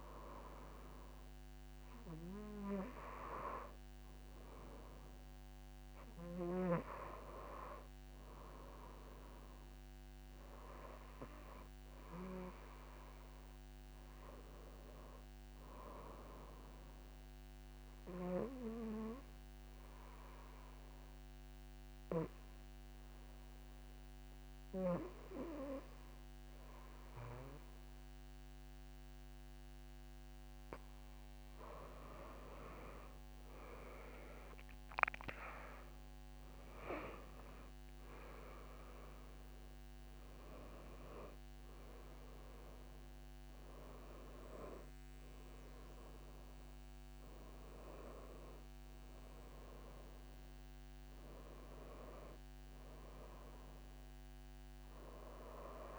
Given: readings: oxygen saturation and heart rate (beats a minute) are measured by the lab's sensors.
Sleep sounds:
breathing in sleep by a microphone on the trachea; 1
18.00-31.00 s: obstructive apnea (oxygen 96% before, 90% lowest)
32.50-35.50 s: arousal
36.00-55.99 s: oxygen desaturation (device-marked, oxygen 94% before, 90% lowest)
50.00-55.99 s: new sleep stage, N1 (lightest sleep)
From the record:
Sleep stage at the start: N2 (light sleep); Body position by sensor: on the back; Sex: female

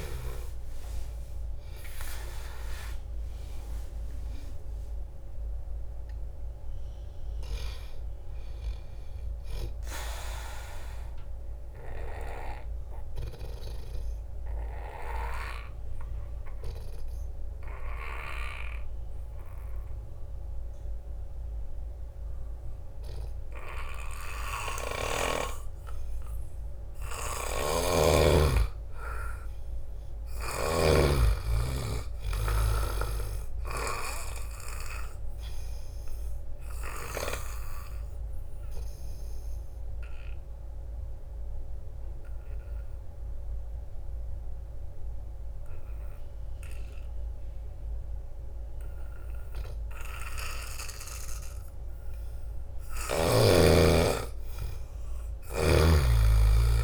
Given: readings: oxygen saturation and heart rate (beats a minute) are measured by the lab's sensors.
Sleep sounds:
breathing in sleep by a room microphone; 2
0.00-3.50 s: oxygen desaturation (device-marked, oxygen 79% lowest)
4.50-8.50 s: arousal
11.50-13.50 s: long interval between heartbeats (device-marked)
11.50-26.50 s: obstructive apnea (oxygen 98% before, 83% lowest)
27.00-29.00 s: long interval between heartbeats (device-marked)
27.50-31.00 s: snoring (device-marked)
27.50-46.50 s: oxygen desaturation (device-marked, oxygen 98% before, 87% lowest)
28.50-31.50 s: arousal
35.50-52.00 s: obstructive apnea (oxygen 98% before, 83% lowest)
54.00-56.84 s: arousal
55.00-56.84 s: long interval between heartbeats (device-marked)
55.50-56.84 s: oxygen desaturation (device-marked, oxygen 95% before, 83% lowest)
55.50-56.84 s: snoring (device-marked)
From the record:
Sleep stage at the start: N2 (light sleep); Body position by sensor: on the back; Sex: male

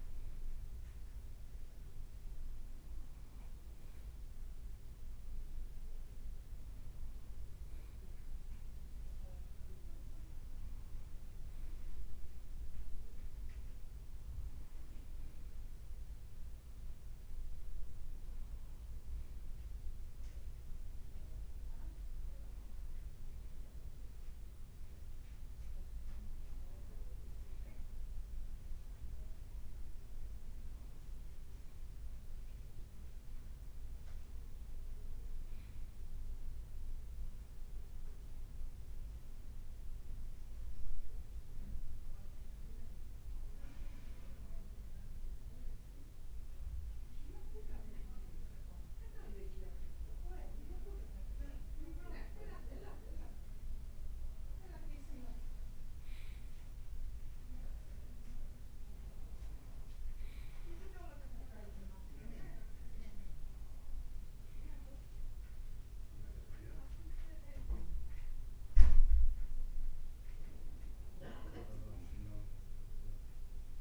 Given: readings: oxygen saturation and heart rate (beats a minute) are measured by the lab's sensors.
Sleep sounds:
breathing in sleep by a room microphone; 1
28.50-33.00 s: arousal
29.50-73.81 s: new sleep stage, N2 (light sleep)
36.50-49.00 s: hypopnea (oxygen 96% before, 93% lowest, heart rate 62 before, 57 extreme, up 0 after)
41.00-48.00 s: leg movement (device-marked)
51.50-56.00 s: arousal
69.00-73.00 s: leg movement (device-marked)
71.00-73.81 s: arousal
From the record:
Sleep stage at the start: N1 (lightest sleep); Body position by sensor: on the right side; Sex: male

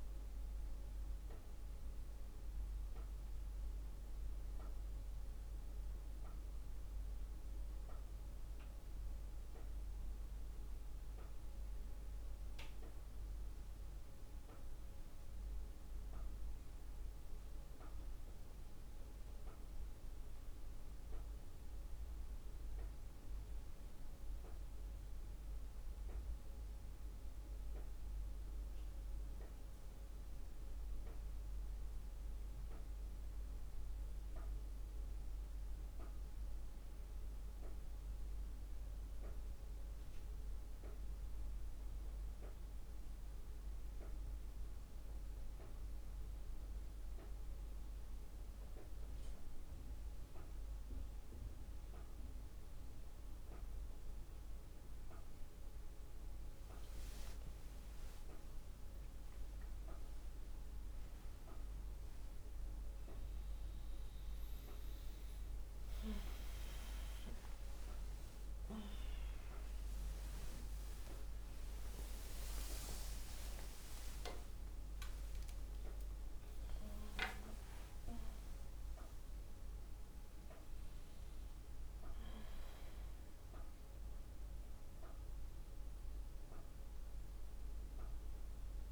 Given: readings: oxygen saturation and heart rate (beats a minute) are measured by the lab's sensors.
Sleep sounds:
a person partly awake in a sleep study, by a room microphone; 1
0.00-1.00 s: arousal
29.00-48.50 s: hypopnea (oxygen 97% before, 92% lowest, heart rate 53 before, 51 extreme, up 5 after)
53.00-83.00 s: new sleep stage, awake
55.00-80.00 s: drop in pulse transit time (device-marked, heart rate 52 before, 55 extreme)
74.00-80.00 s: oxygen desaturation (device-marked, oxygen 96% before, 92% lowest, heart rate 60 before, 49 extreme)
76.00-78.00 s: long interval between heartbeats (device-marked, heart rate 62 before, 69 extreme)
83.00-88.92 s: new sleep stage, N1 (lightest sleep)
From the record:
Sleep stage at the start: N2 (light sleep); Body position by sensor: on the back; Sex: female

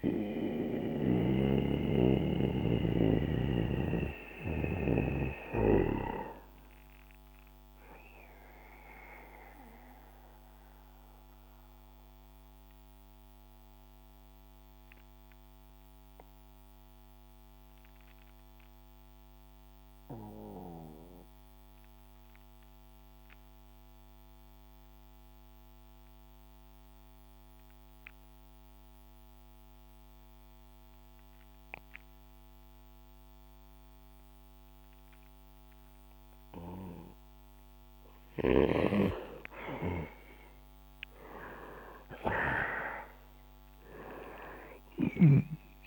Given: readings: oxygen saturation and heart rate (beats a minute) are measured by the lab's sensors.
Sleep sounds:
breathing in sleep by a microphone on the trachea; 1
0.00-17.00 s: oxygen desaturation (device-marked, oxygen 77% lowest, heart rate 61 extreme)
8.00-39.50 s: mixed apnea (oxygen 88% before, 77% lowest, heart rate 84 before, 60 extreme, up 14 after)
36.00-45.87 s: oxygen desaturation (device-marked, oxygen 99% before, 85% lowest, heart rate 64 before, 53 extreme)
41.00-45.00 s: arousal
From the record:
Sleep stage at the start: REM sleep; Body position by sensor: on the back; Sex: male

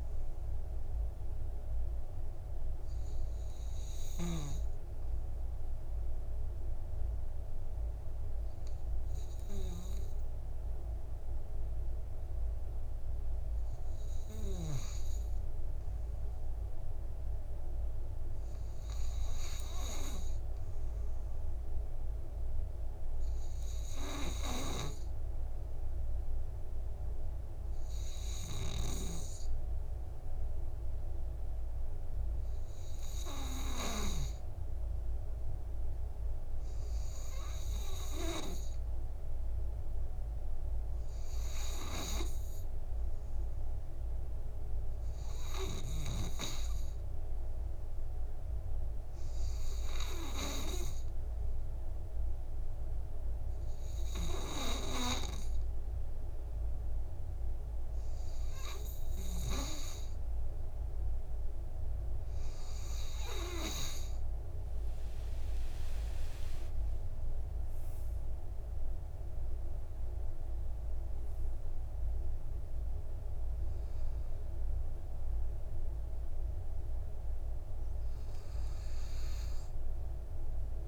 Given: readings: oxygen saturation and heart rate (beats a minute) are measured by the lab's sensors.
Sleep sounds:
breathing in sleep by a room microphone; 1
0.00-10.50 s: oxygen desaturation (device-marked, oxygen 93% lowest, heart rate 49 extreme)
2.50-62.50 s: obstructive apnea (oxygen 98% before, 93% lowest, heart rate 67 before, 49 extreme, up 15 after)
30.50-48.50 s: oxygen desaturation (device-marked, oxygen 99% before, 94% lowest, heart rate 50 before, 50 extreme)
73.50-80.88 s: new sleep stage, awake
From the record:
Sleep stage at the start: N2 (light sleep); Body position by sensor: on the back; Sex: male

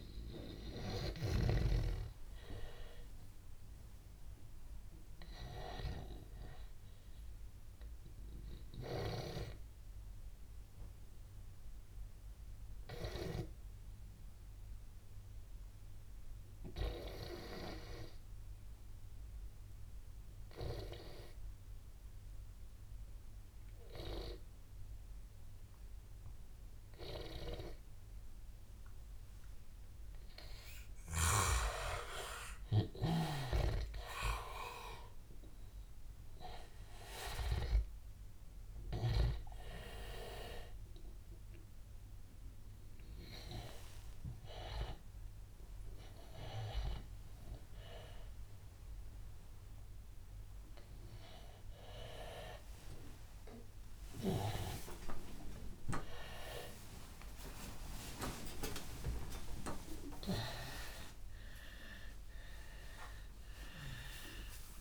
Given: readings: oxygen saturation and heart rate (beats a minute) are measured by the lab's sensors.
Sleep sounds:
breathing in sleep by a room microphone; 1
0.00-6.00 s: oxygen desaturation (device-marked, oxygen 88% lowest, heart rate 83 extreme)
6.50-30.50 s: obstructive apnea (oxygen 98% before, 88% lowest, heart rate 91 before, 83 extreme, up 8 after)
25.00-56.00 s: oxygen desaturation (device-marked, oxygen 98% before, 88% lowest, heart rate 87 before, 85 extreme)
32.50-37.00 s: arousal
51.00-64.81 s: new sleep stage, awake
61.50-63.50 s: long interval between heartbeats (device-marked, heart rate 98 before, 167 extreme)
From the record:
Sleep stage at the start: N2 (light sleep); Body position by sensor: on the back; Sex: male

